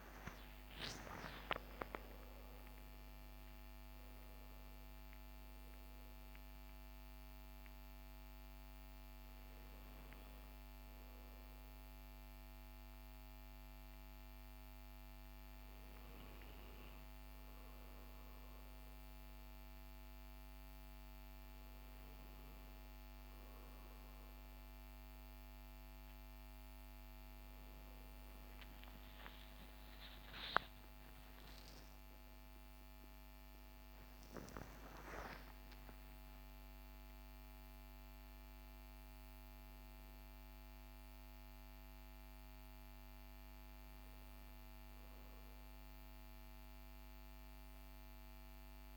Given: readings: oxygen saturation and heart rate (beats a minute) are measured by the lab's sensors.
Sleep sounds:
breathing in sleep by a microphone on the trachea; none
0.00-14.50 s: oxygen desaturation (device-marked, oxygen 95% lowest, heart rate 55 extreme)
28.50-34.50 s: arousal
From the record:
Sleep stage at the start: REM sleep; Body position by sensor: on the back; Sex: male

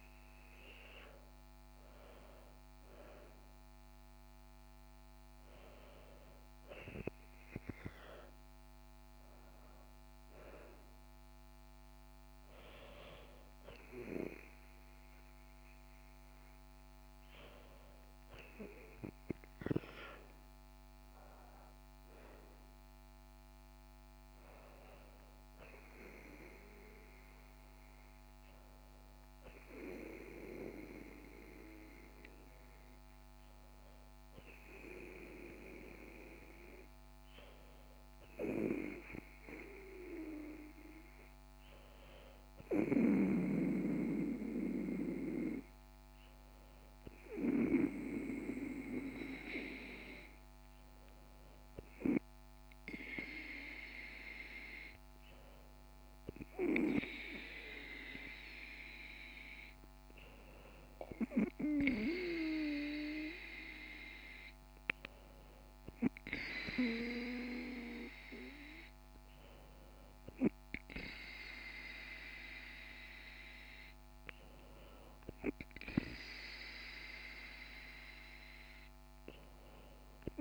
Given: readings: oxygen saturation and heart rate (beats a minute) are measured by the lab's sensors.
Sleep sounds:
breathing in sleep by a microphone on the trachea; none
none scored
From the record:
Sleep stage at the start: N2 (light sleep); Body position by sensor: on the back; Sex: female

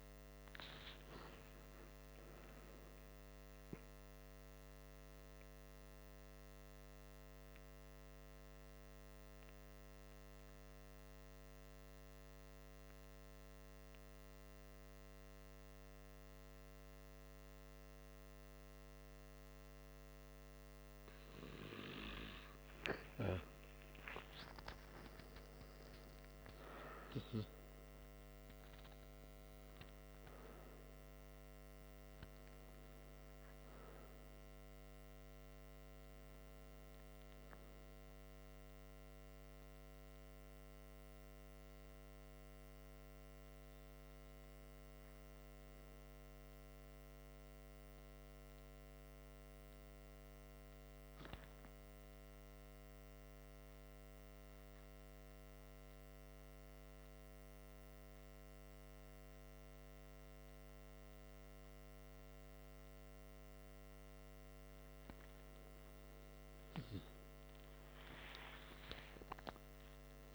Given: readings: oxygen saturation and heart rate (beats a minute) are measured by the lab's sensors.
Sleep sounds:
breathing in sleep by a microphone on the trachea; 2
0.00-8.00 s: oxygen desaturation (device-marked, oxygen 94% lowest, heart rate 52 extreme)
8.00-22.50 s: central apnea (oxygen 97% before, 93% lowest, heart rate 89 before, 52 extreme, up 36 after)
21.00-70.35 s: new sleep stage, N2 (light sleep)
24.00-27.50 s: arousal
36.00-44.00 s: oxygen desaturation (device-marked, oxygen 96% before, 93% lowest, heart rate 66 before, 52 extreme)
55.00-65.00 s: central apnea (oxygen 96% before, 93% lowest, heart rate 60 before, 52 extreme, up 10 after)
67.50-70.35 s: arousal
From the record:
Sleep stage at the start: N1 (lightest sleep); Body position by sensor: on the back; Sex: male

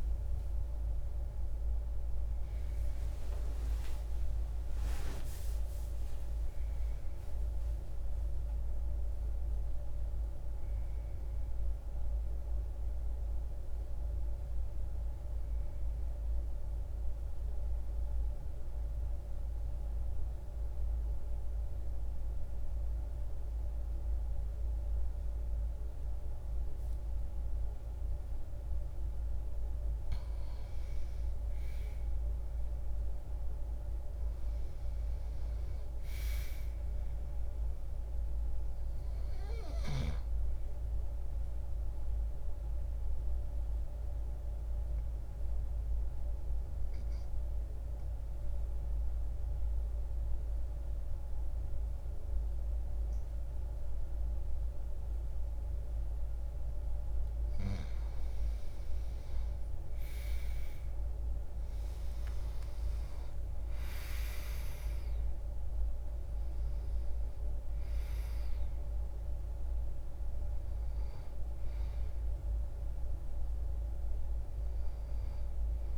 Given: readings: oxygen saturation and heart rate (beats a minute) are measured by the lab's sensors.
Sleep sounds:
breathing in sleep, hard to hear, by a room microphone; 2
16.00-29.50 s: mixed apnea (oxygen 98% before, 85% lowest, heart rate 33 before, 62 extreme, up 4 after)
24.00-75.98 s: new sleep stage, N2 (light sleep)
29.00-60.00 s: oxygen desaturation (device-marked, oxygen 97% before, 88% lowest, heart rate 60 before, 61 extreme)
32.50-36.50 s: arousal
41.50-56.50 s: obstructive apnea (oxygen 98% before, 85% lowest, heart rate 65 before, 62 extreme, up 11 after)
61.00-65.50 s: arousal
67.00-75.98 s: oxygen desaturation (device-marked, oxygen 95% before, 85% lowest, heart rate 67 before, 61 extreme)
From the record:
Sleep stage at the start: N1 (lightest sleep); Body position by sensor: on the back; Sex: male

